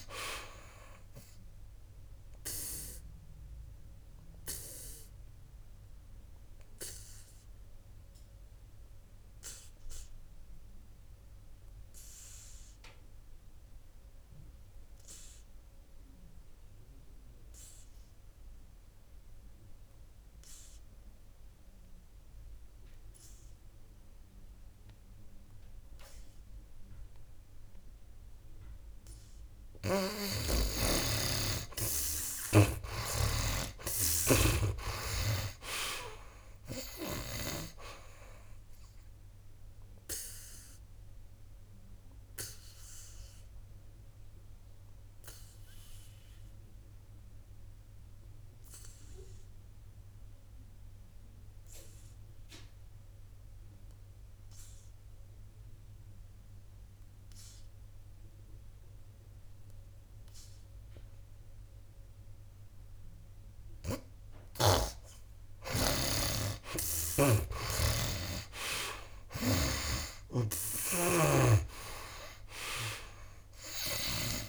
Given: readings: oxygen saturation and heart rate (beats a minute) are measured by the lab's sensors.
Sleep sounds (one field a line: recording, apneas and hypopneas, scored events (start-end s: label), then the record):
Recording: breathing in sleep by a room microphone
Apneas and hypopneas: 2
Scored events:
0.00-30.00 s: oxygen desaturation (device-marked, oxygen 72% lowest, heart rate 58 extreme)
3.00-29.50 s: obstructive apnea (oxygen 95% before, 72% lowest, heart rate 65 before, 58 extreme, up 11 after)
30.50-34.00 s: snoring (device-marked)
31.50-34.00 s: arousal
40.50-64.00 s: obstructive apnea (oxygen 95% before, 72% lowest, heart rate 64 before, 57 extreme, up 15 after)
43.00-65.00 s: oxygen desaturation (device-marked, oxygen 94% before, 78% lowest, heart rate 67 before, 57 extreme)
69.00-72.50 s: arousal
69.50-74.49 s: snoring (device-marked)
From the record:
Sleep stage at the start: N2 (light sleep)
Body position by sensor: on the back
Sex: male